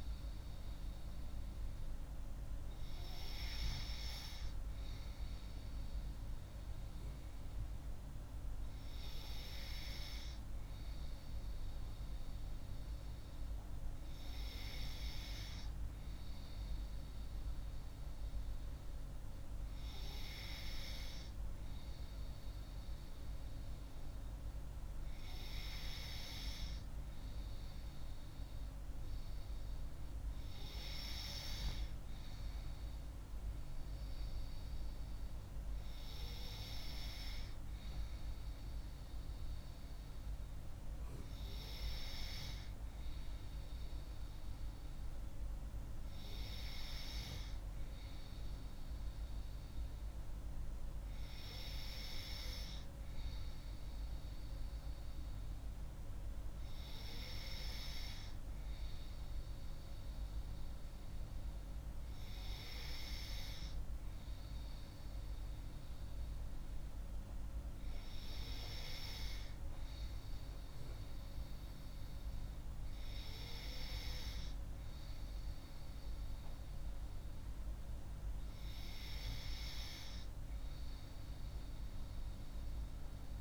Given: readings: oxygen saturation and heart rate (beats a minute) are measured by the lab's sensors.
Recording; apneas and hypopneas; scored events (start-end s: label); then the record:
breathing in sleep by a room microphone; none
none scored
From the record:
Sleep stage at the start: N3 (deep sleep); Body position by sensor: on the left side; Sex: female